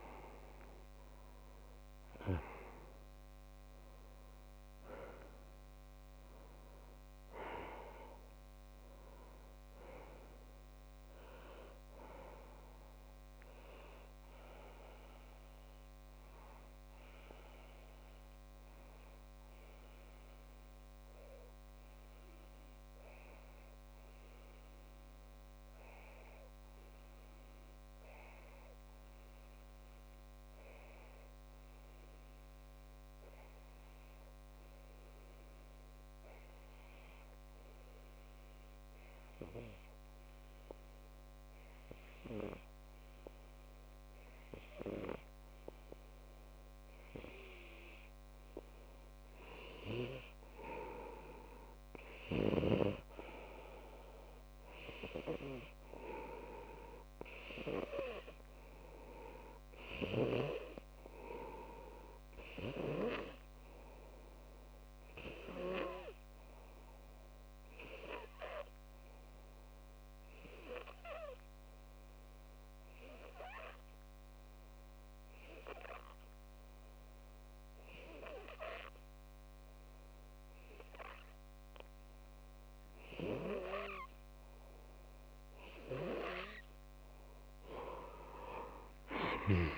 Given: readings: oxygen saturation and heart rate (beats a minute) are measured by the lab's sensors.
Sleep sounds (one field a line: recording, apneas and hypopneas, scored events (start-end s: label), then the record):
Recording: breathing in sleep by a microphone on the trachea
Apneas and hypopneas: 1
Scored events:
0.00-5.50 s: oxygen desaturation (device-marked, oxygen 93% lowest)
14.50-85.50 s: obstructive apnea (oxygen 97% before, 92% lowest)
45.50-85.50 s: oxygen desaturation (device-marked, oxygen 99% before, 92% lowest)
From the record:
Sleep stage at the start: N2 (light sleep)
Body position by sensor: on the left side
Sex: male